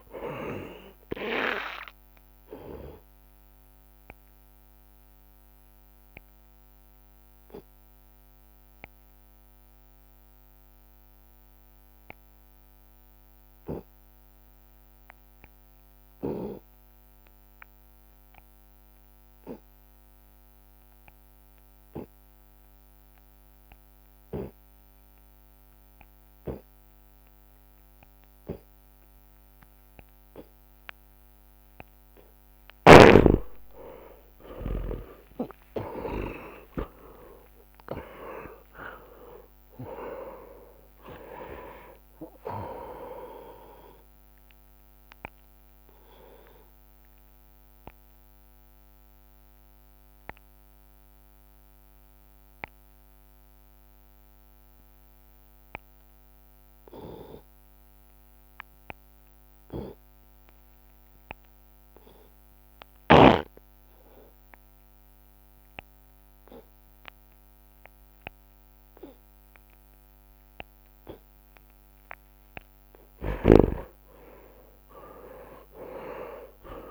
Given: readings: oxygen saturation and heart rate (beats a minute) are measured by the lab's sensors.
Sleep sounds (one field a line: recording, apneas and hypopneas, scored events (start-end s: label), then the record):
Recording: breathing in sleep by a microphone on the trachea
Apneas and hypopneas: 2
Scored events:
0.00-8.00 s: drop in pulse transit time (device-marked, heart rate 55 extreme)
4.00-30.50 s: obstructive apnea (oxygen 97% before, 80% lowest, heart rate 72 before, 55 extreme, up 42 after)
16.00-30.00 s: oxygen desaturation (device-marked, oxygen 96% before, 80% lowest, heart rate 77 before, 55 extreme)
19.00-21.00 s: long interval between heartbeats (device-marked, heart rate 74 before, 65 extreme)
31.00-39.00 s: drop in pulse transit time (device-marked, heart rate 60 before, 57 extreme)
32.00-37.00 s: arousal
33.00-35.00 s: long interval between heartbeats (device-marked, heart rate 60 before, 71 extreme)
47.00-70.50 s: obstructive apnea (oxygen 98% before, 77% lowest)
51.00-63.00 s: tachycardia (device-marked)
72.50-76.90 s: arousal
From the record:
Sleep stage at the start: N2 (light sleep)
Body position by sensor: on the right side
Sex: male